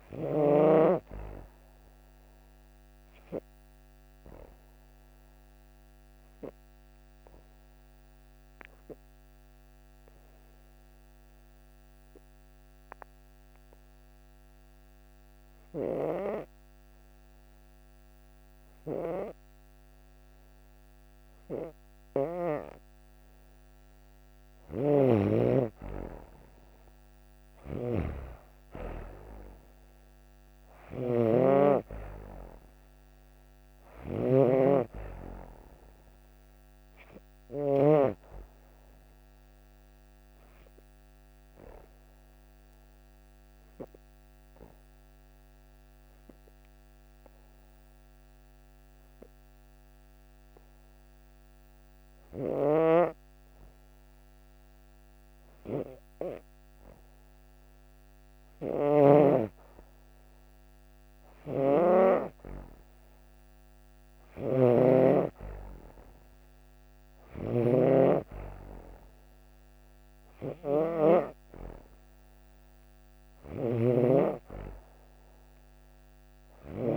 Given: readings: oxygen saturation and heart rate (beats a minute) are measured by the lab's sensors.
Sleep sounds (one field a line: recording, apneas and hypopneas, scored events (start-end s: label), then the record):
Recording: breathing in sleep by a microphone on the trachea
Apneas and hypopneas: 1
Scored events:
4.00-21.50 s: obstructive apnea (oxygen 97% before, 90% lowest)
7.50-23.50 s: oxygen desaturation (device-marked, oxygen 96% before, 92% lowest)
23.50-27.50 s: arousal
24.50-37.50 s: snoring (device-marked)
37.50-62.50 s: oxygen desaturation (device-marked, oxygen 96% before, 90% lowest, heart rate 33 before, 29 extreme)
61.00-76.97 s: snoring (device-marked)
From the record:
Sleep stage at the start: N2 (light sleep)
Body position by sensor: on the back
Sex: female